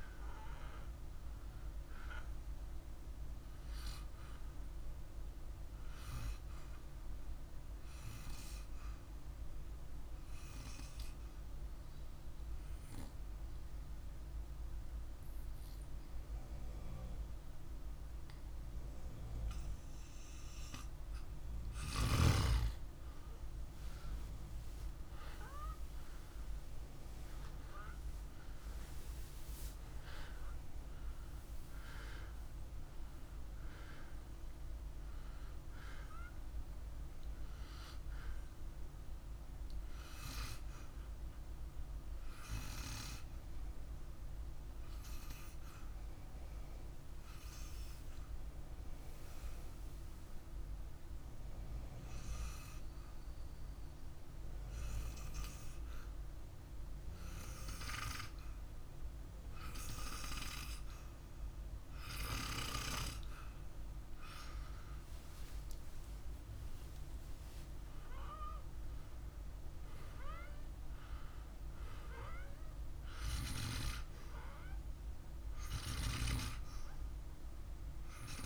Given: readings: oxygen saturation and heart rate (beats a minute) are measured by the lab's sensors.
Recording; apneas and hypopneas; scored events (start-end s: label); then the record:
breathing in sleep by a room microphone; 2
9.00-20.00 s: hypopnea (oxygen 99% before, 94% lowest, heart rate 55 before, 49 extreme, up 2 after)
21.00-25.50 s: arousal
30.50-41.50 s: oxygen desaturation (device-marked, oxygen 98% before, 94% lowest, heart rate 50 before, 48 extreme)
45.50-62.50 s: hypopnea (oxygen 98% before, 95% lowest, heart rate 51 before, 48 extreme, up 3 after)
68.50-72.50 s: arousal
From the record:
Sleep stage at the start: N2 (light sleep); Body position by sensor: on the back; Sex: male